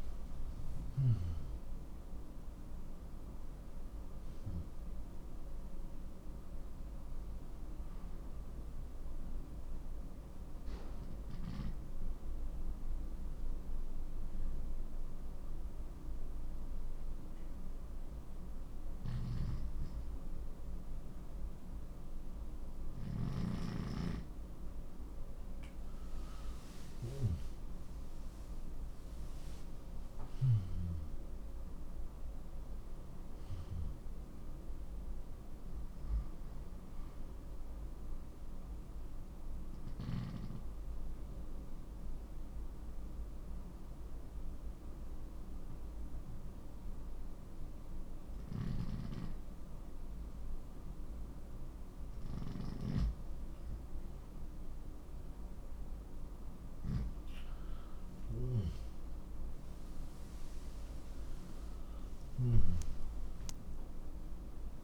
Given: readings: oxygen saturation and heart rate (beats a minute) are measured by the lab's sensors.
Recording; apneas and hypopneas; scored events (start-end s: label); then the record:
breathing in sleep by a room microphone; 2
4.50-19.50 s: oxygen desaturation (device-marked, oxygen 94% before, 89% lowest)
9.00-23.50 s: hypopnea (oxygen 96% before, 90% lowest)
25.50-28.50 s: arousal
34.50-49.50 s: oxygen desaturation (device-marked, oxygen 94% before, 90% lowest)
40.50-53.00 s: obstructive apnea (oxygen 95% before, 91% lowest)
55.00-58.50 s: arousal
From the record:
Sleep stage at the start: N2 (light sleep); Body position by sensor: on the left side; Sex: male